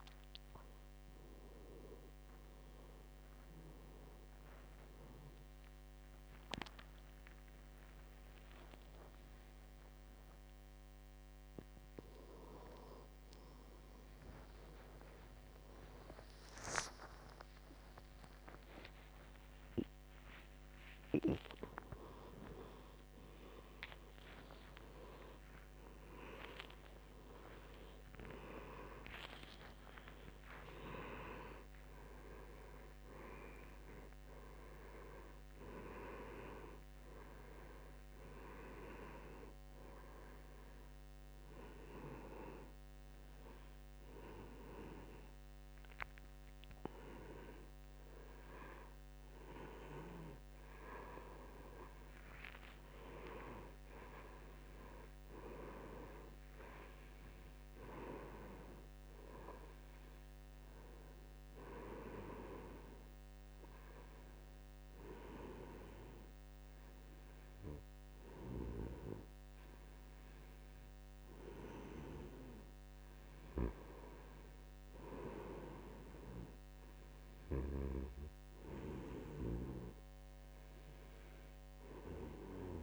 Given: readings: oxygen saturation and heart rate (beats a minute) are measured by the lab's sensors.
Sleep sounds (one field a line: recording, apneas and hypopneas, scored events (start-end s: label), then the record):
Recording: a person awake in a sleep study, by a microphone on the trachea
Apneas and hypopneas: none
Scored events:
5.50-65.50 s: new sleep stage, awake
10.50-12.50 s: long interval between heartbeats (device-marked, heart rate 82 before, 96 extreme)
15.50-17.50 s: long interval between heartbeats (device-marked, heart rate 89 before, 109 extreme)
65.50-82.83 s: new sleep stage, N1 (lightest sleep)
From the record:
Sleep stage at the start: N2 (light sleep)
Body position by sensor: on the back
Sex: male